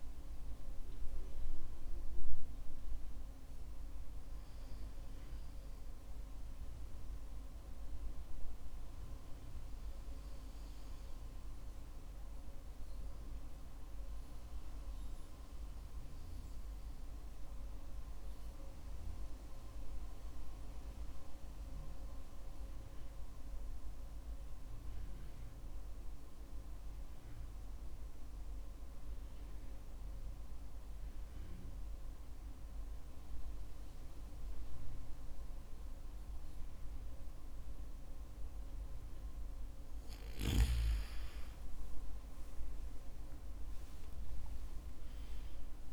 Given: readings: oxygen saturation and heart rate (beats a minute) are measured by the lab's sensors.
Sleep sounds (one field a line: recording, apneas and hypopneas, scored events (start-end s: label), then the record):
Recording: breathing in sleep, hard to hear, by a room microphone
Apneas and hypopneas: 1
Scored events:
0.50-4.50 s: arousal
9.50-41.00 s: hypopnea (oxygen 95% before, 91% lowest, heart rate 56 before, 50 extreme, up 28 after)
37.50-45.93 s: oxygen desaturation (device-marked, oxygen 95% before, 92% lowest, heart rate 54 before, 55 extreme)
43.00-45.93 s: arousal
From the record:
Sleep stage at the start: N2 (light sleep)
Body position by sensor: on the back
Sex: male